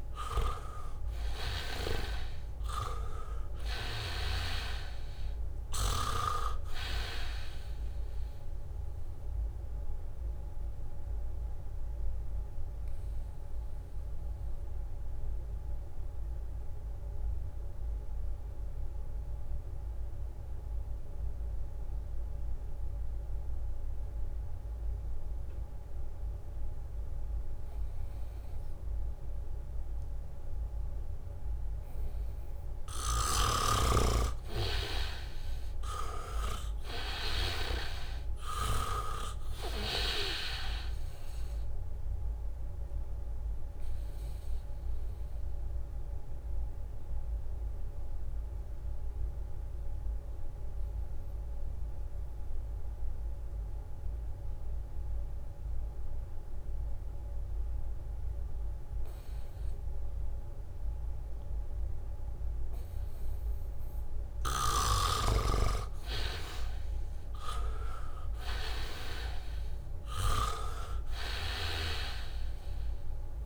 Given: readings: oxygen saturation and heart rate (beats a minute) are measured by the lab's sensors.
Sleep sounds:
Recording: breathing in sleep by a room microphone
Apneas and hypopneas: 2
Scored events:
0.00-2.50 s: snoring (device-marked)
0.00-20.50 s: oxygen desaturation (device-marked, oxygen 79% lowest, heart rate 74 extreme)
10.50-32.00 s: obstructive apnea (oxygen 98% before, 79% lowest, heart rate 76 before, 76 extreme, up 2 after)
31.50-57.50 s: oxygen desaturation (device-marked, oxygen 99% before, 80% lowest, heart rate 79 before, 70 extreme)
33.50-39.50 s: snoring (device-marked)
33.50-40.00 s: leg movement (device-marked)
35.00-38.50 s: arousal
45.00-63.00 s: obstructive apnea (oxygen 99% before, 80% lowest, heart rate 78 before, 70 extreme, up 2 after)
65.00-73.46 s: snoring (device-marked)
65.50-67.00 s: leg movement (device-marked)
65.50-73.46 s: oxygen desaturation (device-marked, oxygen 99% before, 81% lowest, heart rate 77 before, 75 extreme)
66.00-70.00 s: arousal
67.50-73.46 s: leg movement (device-marked)
From the record:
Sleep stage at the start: N2 (light sleep)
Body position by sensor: on the back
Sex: male

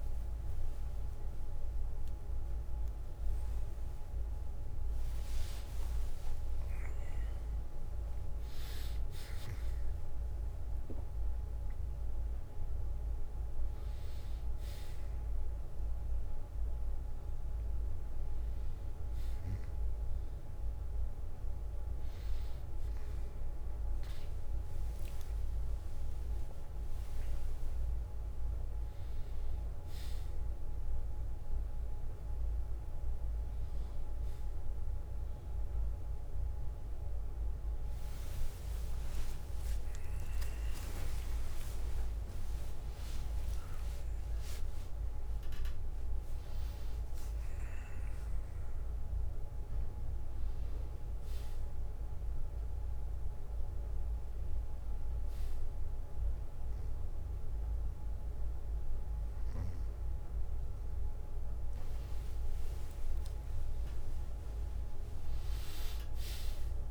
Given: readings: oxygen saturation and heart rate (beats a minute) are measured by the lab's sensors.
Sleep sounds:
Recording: a person awake in a sleep study, hard to hear, by a room microphone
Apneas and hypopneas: none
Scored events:
0.00-7.50 s: tachycardia (device-marked, heart rate 199 extreme)
20.50-23.50 s: bradycardia (device-marked, heart rate 65 before, 62 extreme)
36.50-44.50 s: tachycardia (device-marked, heart rate 65 before, 158 extreme)
From the record:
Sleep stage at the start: awake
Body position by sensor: on the back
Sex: male

